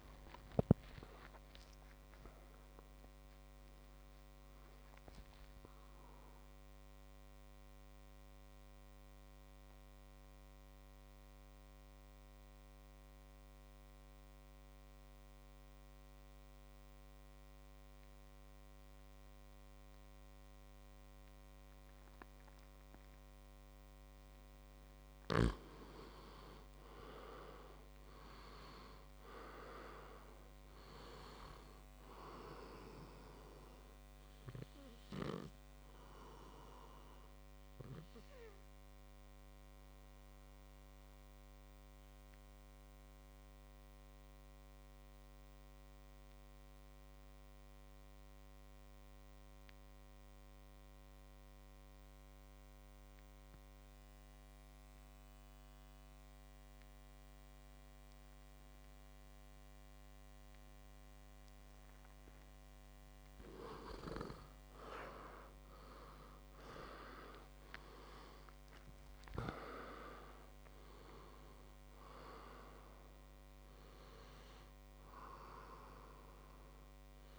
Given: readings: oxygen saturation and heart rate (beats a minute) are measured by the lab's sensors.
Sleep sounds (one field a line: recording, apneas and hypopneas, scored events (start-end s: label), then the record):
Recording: breathing in sleep by a microphone on the trachea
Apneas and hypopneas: 2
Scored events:
0.00-5.50 s: oxygen desaturation (device-marked, oxygen 90% lowest, heart rate 61 extreme)
5.50-24.00 s: mixed apnea (oxygen 100% before, 88% lowest, heart rate 71 before, 61 extreme, up 8 after)
25.50-47.50 s: oxygen desaturation (device-marked, oxygen 98% before, 90% lowest, heart rate 68 before, 61 extreme)
26.00-30.00 s: arousal
40.00-62.00 s: obstructive apnea (oxygen 99% before, 88% lowest, heart rate 66 before, 59 extreme, up 12 after)
62.50-77.38 s: oxygen desaturation (device-marked, oxygen 99% before, 88% lowest, heart rate 62 before, 59 extreme)
64.50-70.00 s: arousal
From the record:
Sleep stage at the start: N2 (light sleep)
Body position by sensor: on the back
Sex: male